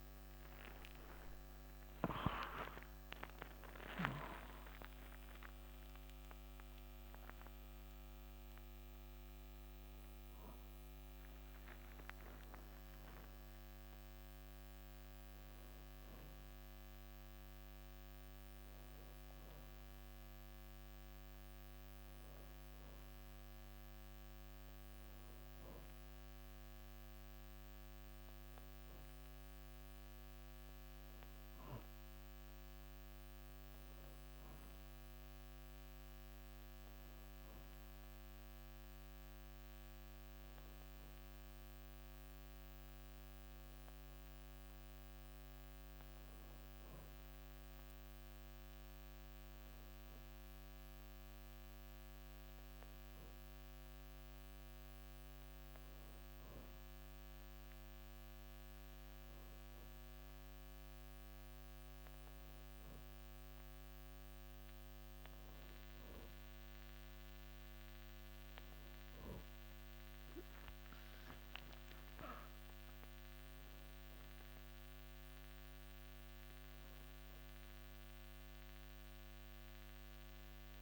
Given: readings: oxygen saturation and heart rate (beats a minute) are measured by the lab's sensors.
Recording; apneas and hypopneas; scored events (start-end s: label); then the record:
a person awake in a sleep study, hard to hear, by a microphone on the trachea; none
none scored
From the record:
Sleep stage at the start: awake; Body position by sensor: on the back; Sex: male